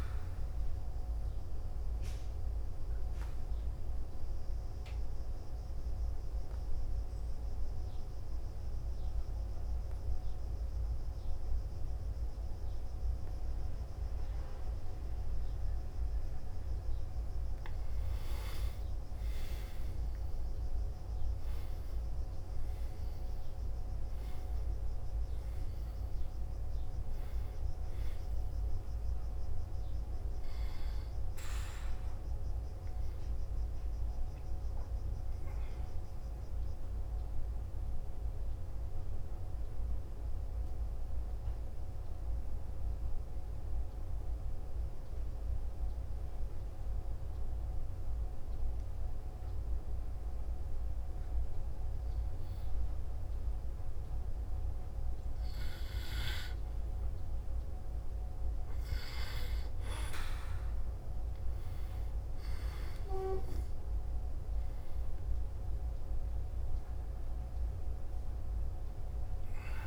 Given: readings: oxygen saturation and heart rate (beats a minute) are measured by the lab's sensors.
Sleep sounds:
breathing in sleep, hard to hear, by a room microphone; 2
4.00-17.50 s: obstructive apnea (oxygen 97% before, 92% lowest, heart rate 59 before, 56 extreme)
6.50-18.50 s: oxygen desaturation (device-marked, oxygen 97% before, 92% lowest, heart rate 59 before, 56 extreme)
19.50-24.50 s: arousal
37.00-53.50 s: obstructive apnea (oxygen 95% before, 92% lowest, heart rate 59 before, 58 extreme, up 1 after)
60.50-64.50 s: arousal
From the record:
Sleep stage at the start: N2 (light sleep); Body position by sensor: on the back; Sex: male

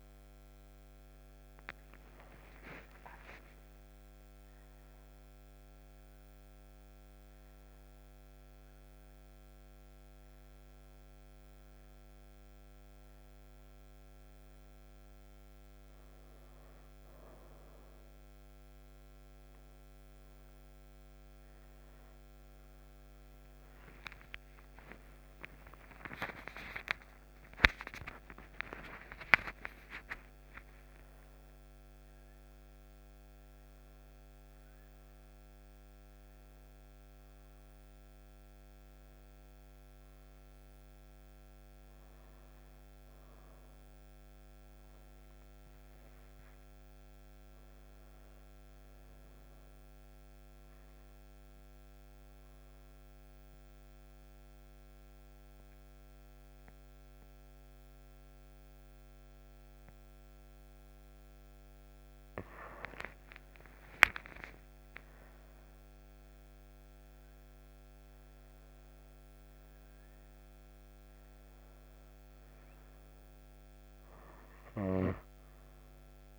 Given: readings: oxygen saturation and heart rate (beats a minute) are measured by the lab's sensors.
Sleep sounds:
a person awake in a sleep study, by a microphone on the trachea; 1
41.00-71.00 s: new sleep stage, N1 (lightest sleep)
50.00-63.00 s: obstructive apnea (oxygen 97% before, 90% lowest)
63.50-67.00 s: arousal
68.00-76.39 s: oxygen desaturation (device-marked, oxygen 97% before, 90% lowest)
71.00-76.39 s: new sleep stage, N2 (light sleep)
From the record:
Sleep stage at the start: awake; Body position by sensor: on the right side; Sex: female

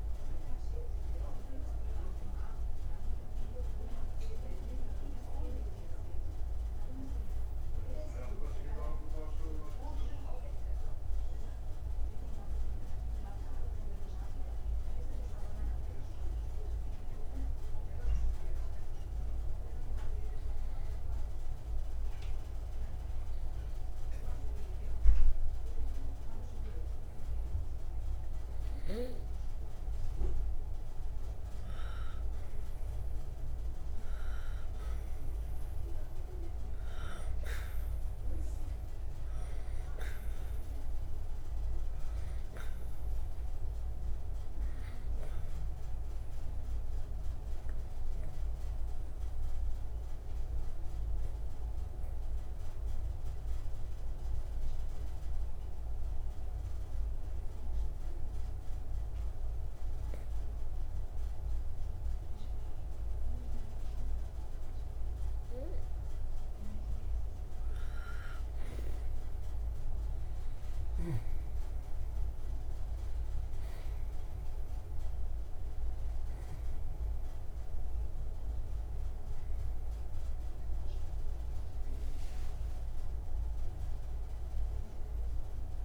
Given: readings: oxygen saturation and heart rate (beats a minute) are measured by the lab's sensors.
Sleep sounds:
breathing in sleep by a room microphone; 2
3.50-30.50 s: hypopnea (oxygen 97% before, 90% lowest)
8.00-24.00 s: oxygen desaturation (device-marked, oxygen 95% before, 90% lowest)
32.50-36.50 s: arousal
42.00-73.00 s: oxygen desaturation (device-marked, oxygen 97% before, 91% lowest)
48.50-67.50 s: obstructive apnea (oxygen 98% before, 91% lowest)
69.50-73.50 s: arousal
70.00-85.85 s: new sleep stage, N1 (lightest sleep)
From the record:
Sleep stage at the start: N2 (light sleep); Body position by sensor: on the right side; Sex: male

